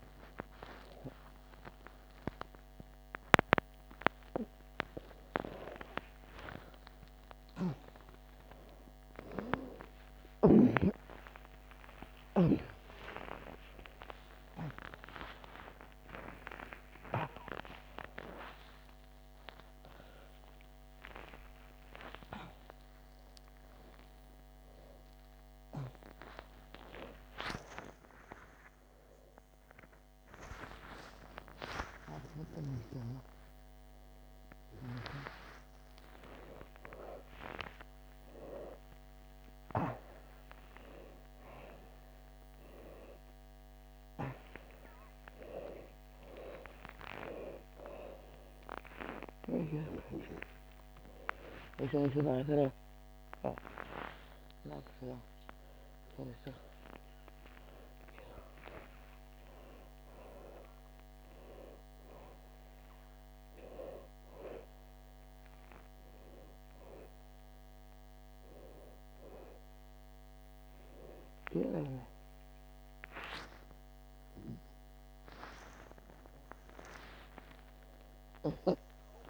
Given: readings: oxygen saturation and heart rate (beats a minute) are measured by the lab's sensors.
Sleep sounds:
a person awake in a sleep study, by a microphone on the trachea; none
35.50-49.50 s: oxygen desaturation (device-marked, oxygen 98% before, 94% lowest, heart rate 97 before, 70 extreme)
From the record:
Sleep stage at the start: awake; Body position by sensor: on the back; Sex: female

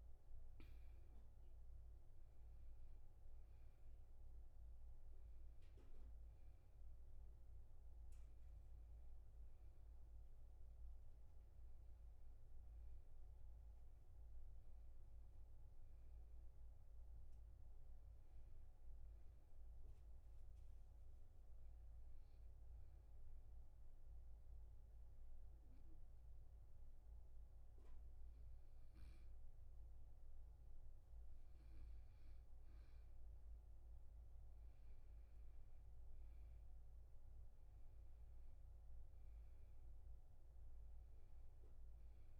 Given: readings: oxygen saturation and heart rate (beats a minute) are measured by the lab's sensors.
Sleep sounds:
breathing in sleep, hard to hear, by a room microphone; 1
19.50-30.50 s: hypopnea (oxygen 95% before, 93% lowest, heart rate 93 before, 70 extreme, up 3 after)
34.00-37.00 s: arousal
37.00-42.40 s: oxygen desaturation (device-marked, oxygen 99% before, 93% lowest, heart rate 77 before, 72 extreme)
From the record:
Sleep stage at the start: N2 (light sleep); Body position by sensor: on the back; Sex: male

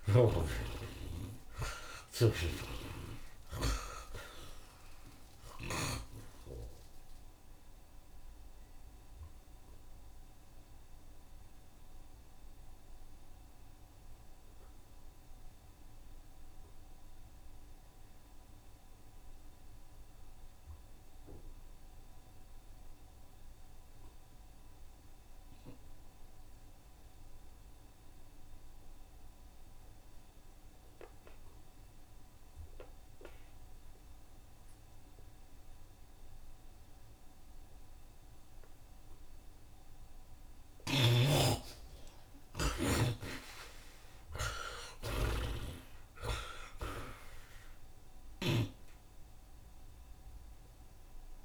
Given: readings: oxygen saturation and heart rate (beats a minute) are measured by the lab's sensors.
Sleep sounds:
breathing in sleep by a room microphone; 1
0.00-6.50 s: snoring (device-marked)
0.00-8.50 s: tachycardia (device-marked, heart rate 207 extreme)
0.00-22.50 s: oxygen desaturation (device-marked, oxygen 49% lowest, heart rate 71 extreme)
0.50-2.50 s: long interval between heartbeats (device-marked, heart rate 80 before, 146 extreme)
4.50-6.50 s: long interval between heartbeats (device-marked, heart rate 98 before, 188 extreme)
9.00-38.00 s: mixed apnea (oxygen 67% before, 47% lowest, heart rate 119 before, 71 extreme, up 15 after)
24.50-51.45 s: oxygen desaturation (device-marked, oxygen 85% before, 47% lowest, heart rate 108 before, 47 extreme)
41.00-45.00 s: arousal
45.50-47.50 s: long interval between heartbeats (device-marked, heart rate 77 before, 90 extreme)
From the record:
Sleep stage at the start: N2 (light sleep); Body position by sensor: on the right side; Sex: male

